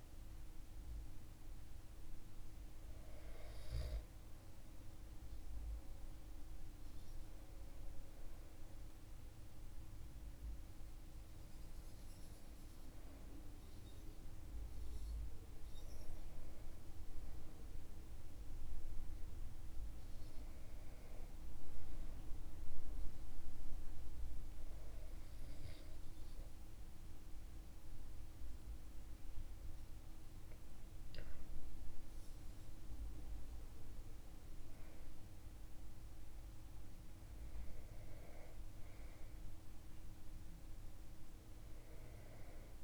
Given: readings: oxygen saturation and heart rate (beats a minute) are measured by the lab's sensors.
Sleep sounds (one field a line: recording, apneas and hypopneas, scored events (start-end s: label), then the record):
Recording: breathing in sleep, hard to hear, by a room microphone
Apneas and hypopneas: none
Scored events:
none scored
From the record:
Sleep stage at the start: N2 (light sleep)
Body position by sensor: on the back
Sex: male